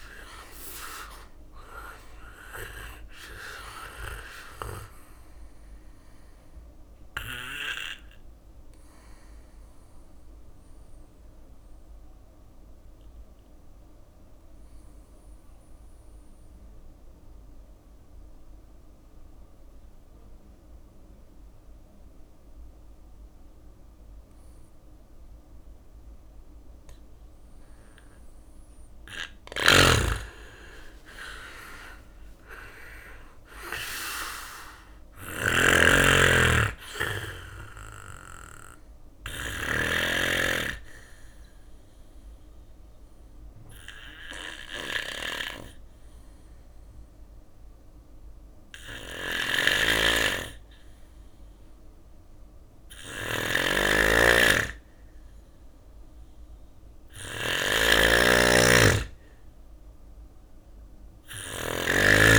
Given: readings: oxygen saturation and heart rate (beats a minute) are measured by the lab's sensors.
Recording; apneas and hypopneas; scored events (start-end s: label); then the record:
breathing in sleep by a room microphone; 2
0.00-14.00 s: drop in pulse transit time (device-marked, heart rate 64 before, 63 extreme)
0.00-27.00 s: oxygen desaturation (device-marked, oxygen 98% before, 90% lowest, heart rate 64 before, 62 extreme)
6.00-26.00 s: obstructive apnea (oxygen 98% before, 89% lowest, heart rate 67 before, 62 extreme, up 9 after)
28.50-31.50 s: arousal
28.50-39.00 s: snoring (device-marked)
31.00-42.00 s: drop in pulse transit time (device-marked, heart rate 63 before, 62 extreme)
32.00-53.00 s: oxygen desaturation (device-marked, oxygen 98% before, 89% lowest, heart rate 63 before, 62 extreme)
39.50-55.00 s: obstructive apnea (oxygen 98% before, 89% lowest, heart rate 66 before, 64 extreme, up 4 after)
48.50-62.39 s: snoring (device-marked)
59.00-62.39 s: drop in pulse transit time (device-marked, heart rate 65 before, 65 extreme)
60.50-62.39 s: arousal
From the record:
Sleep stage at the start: N2 (light sleep); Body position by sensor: on the back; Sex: male